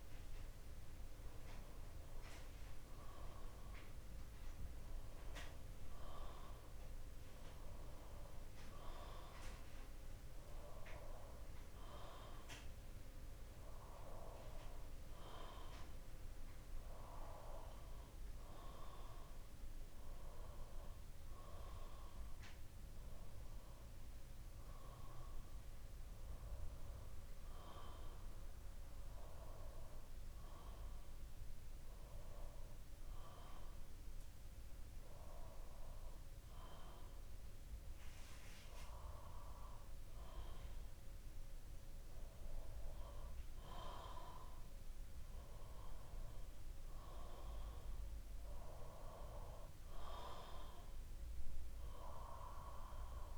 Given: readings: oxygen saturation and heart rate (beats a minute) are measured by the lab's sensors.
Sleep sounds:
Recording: breathing in sleep by a room microphone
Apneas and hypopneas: none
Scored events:
none scored
From the record:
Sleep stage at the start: N2 (light sleep)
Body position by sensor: on the back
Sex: male

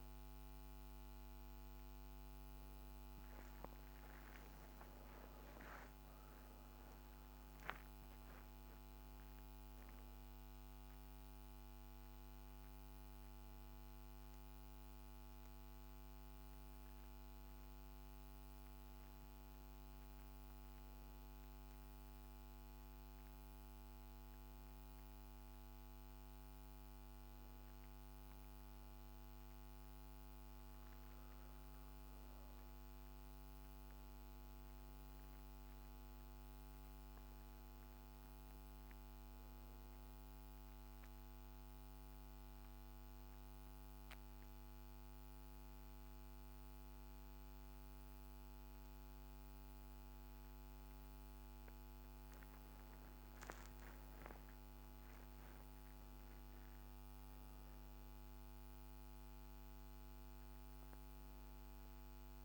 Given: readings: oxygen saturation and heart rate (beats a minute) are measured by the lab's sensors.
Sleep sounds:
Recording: breathing in sleep, hard to hear, by a microphone on the trachea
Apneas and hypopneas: 1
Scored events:
0.00-6.00 s: arousal
0.00-8.50 s: oxygen desaturation (device-marked, oxygen 89% lowest, heart rate 54 extreme)
15.50-62.45 s: new sleep stage, N2 (light sleep)
23.00-34.00 s: obstructive apnea (oxygen 95% before, 88% lowest, heart rate 71 before, 54 extreme, up 3 after)
30.50-54.50 s: oxygen desaturation (device-marked, oxygen 96% before, 88% lowest, heart rate 57 before, 54 extreme)
37.00-42.00 s: arousal
From the record:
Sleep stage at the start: N1 (lightest sleep)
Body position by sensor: on the back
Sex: female

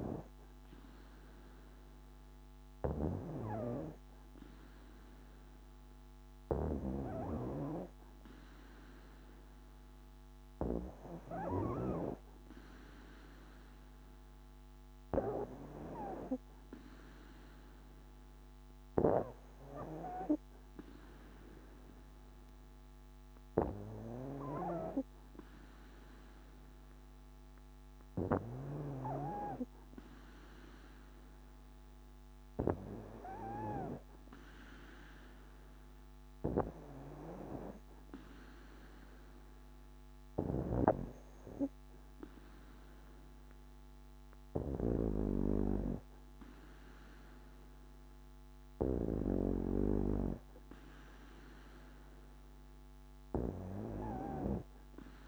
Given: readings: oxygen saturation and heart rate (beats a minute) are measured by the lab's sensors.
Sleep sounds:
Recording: breathing in sleep by a microphone on the trachea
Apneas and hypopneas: none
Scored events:
none scored
From the record:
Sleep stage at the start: N2 (light sleep)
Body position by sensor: on the back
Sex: female

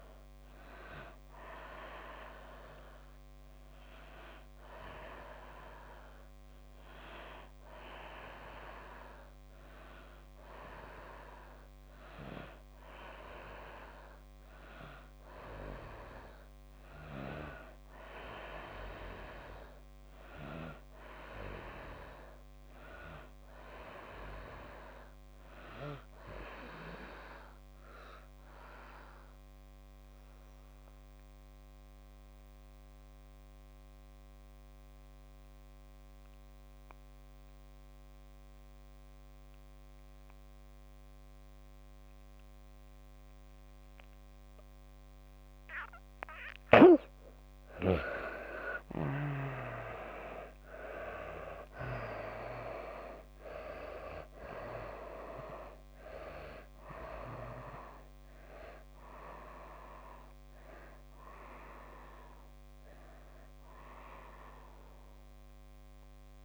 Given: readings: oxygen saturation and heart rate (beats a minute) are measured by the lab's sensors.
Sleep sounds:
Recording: breathing in sleep by a microphone on the trachea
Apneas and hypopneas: 2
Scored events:
0.00-14.00 s: oxygen desaturation (device-marked, oxygen 68% lowest, heart rate 70 extreme)
2.50-15.00 s: hypopnea (oxygen 89% before, 68% lowest, heart rate 170 before, 70 extreme)
16.00-18.50 s: arousal
27.00-35.00 s: oxygen desaturation (device-marked, oxygen 98% before, 91% lowest, heart rate 118 before, 70 extreme)
27.50-46.00 s: obstructive apnea (oxygen 98% before, 74% lowest, heart rate 118 before, 70 extreme, up 7 after)
42.00-66.45 s: oxygen desaturation (device-marked, oxygen 92% before, 74% lowest, heart rate 87 before, 68 extreme)
48.00-51.00 s: arousal
From the record:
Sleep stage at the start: N2 (light sleep)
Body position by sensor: on the back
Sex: female

